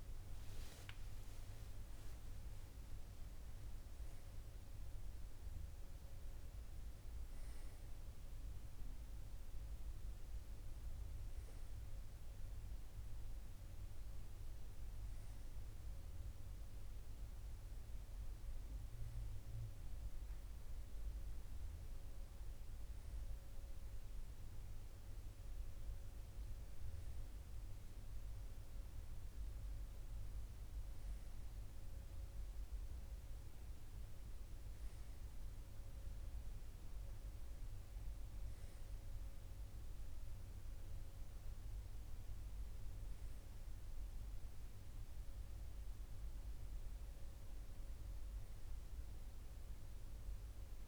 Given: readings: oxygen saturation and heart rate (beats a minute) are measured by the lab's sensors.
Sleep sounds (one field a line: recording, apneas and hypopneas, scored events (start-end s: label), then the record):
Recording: a person partly awake in a sleep study, hard to hear, by a room microphone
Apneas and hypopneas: none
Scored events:
25.50-50.88 s: new sleep stage, awake
From the record:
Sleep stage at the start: N1 (lightest sleep)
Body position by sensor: on the right side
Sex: male